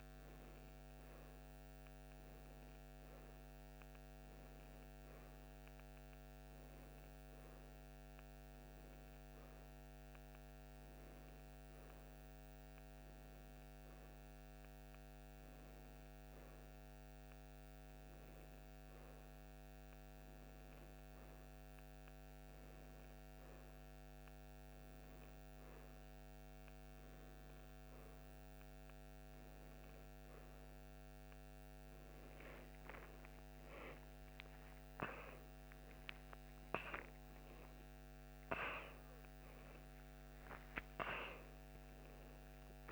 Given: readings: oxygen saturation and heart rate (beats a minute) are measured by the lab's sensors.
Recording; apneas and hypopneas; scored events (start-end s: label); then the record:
a person partly awake in a sleep study, hard to hear, by a microphone on the trachea; none
26.00-42.92 s: new sleep stage, awake
From the record:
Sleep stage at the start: N1 (lightest sleep); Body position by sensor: on the back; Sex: female